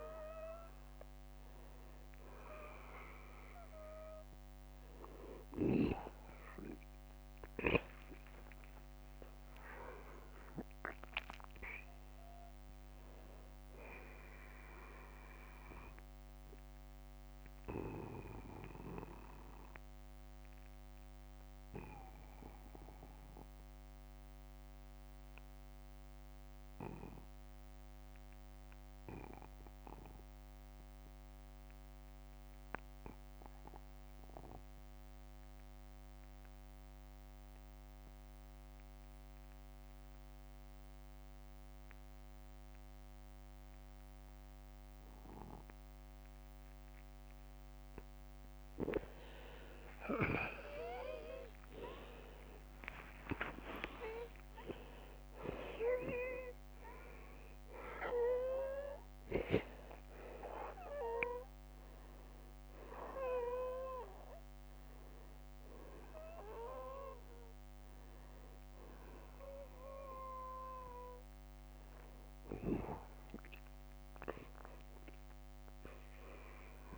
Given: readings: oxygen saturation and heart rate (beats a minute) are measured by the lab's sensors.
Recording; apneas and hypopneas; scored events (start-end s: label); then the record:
breathing in sleep by a microphone on the trachea; 1
9.50-14.00 s: arousal
16.00-36.00 s: oxygen desaturation (device-marked, oxygen 94% before, 88% lowest, heart rate 64 before, 47 extreme)
17.50-47.50 s: obstructive apnea (oxygen 95% before, 81% lowest, heart rate 65 before, 47 extreme, up 31 after)
47.00-69.00 s: oxygen desaturation (device-marked, oxygen 96% before, 90% lowest, heart rate 52 before, 47 extreme)
49.00-53.50 s: arousal
49.50-51.50 s: long interval between heartbeats (device-marked, heart rate 52 before, 60 extreme)
52.00-54.00 s: long interval between heartbeats (device-marked, heart rate 53 before, 75 extreme)
60.50-62.50 s: long interval between heartbeats (device-marked, heart rate 62 before, 68 extreme)
68.00-70.00 s: long interval between heartbeats (device-marked, heart rate 68 before, 70 extreme)
73.50-76.98 s: arousal
From the record:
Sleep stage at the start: N2 (light sleep); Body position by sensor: on the back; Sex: male